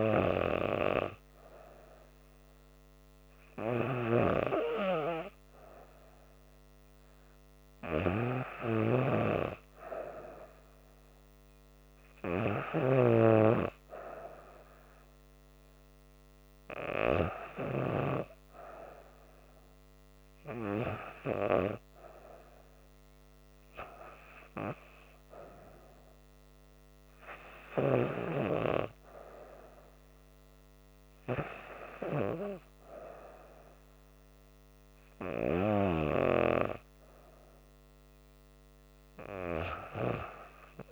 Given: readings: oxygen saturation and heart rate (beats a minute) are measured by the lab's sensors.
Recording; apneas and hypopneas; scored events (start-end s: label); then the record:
breathing in sleep by a microphone on the trachea; none
0.00-4.00 s: oxygen desaturation (device-marked, oxygen 90% lowest, heart rate 76 extreme)
8.50-13.00 s: snoring (device-marked)
From the record:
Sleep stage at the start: REM sleep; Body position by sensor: on the back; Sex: female